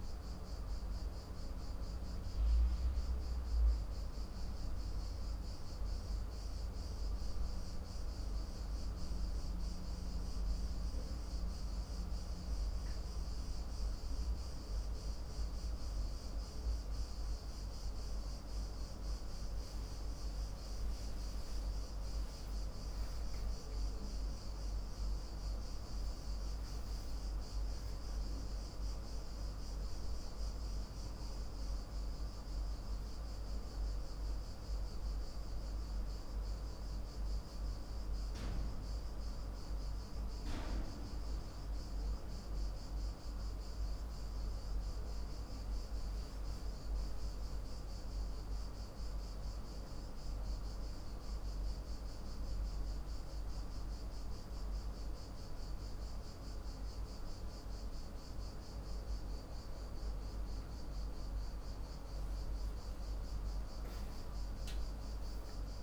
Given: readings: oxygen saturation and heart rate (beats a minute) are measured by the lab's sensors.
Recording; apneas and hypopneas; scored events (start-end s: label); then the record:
breathing in sleep, hard to hear, by a room microphone; 2
0.00-8.00 s: oxygen desaturation (device-marked, oxygen 93% lowest, heart rate 56 extreme)
7.00-18.00 s: mixed apnea (oxygen 97% before, 95% lowest, heart rate 57 before, 56 extreme, up 5 after)
7.00-65.83 s: new sleep stage, N2 (light sleep)
22.00-26.00 s: arousal
35.50-48.50 s: hypopnea (oxygen 97% before, 95% lowest, heart rate 59 before, 57 extreme, up 0 after)
49.50-52.50 s: arousal
From the record:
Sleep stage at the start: N1 (lightest sleep); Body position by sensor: on the back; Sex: male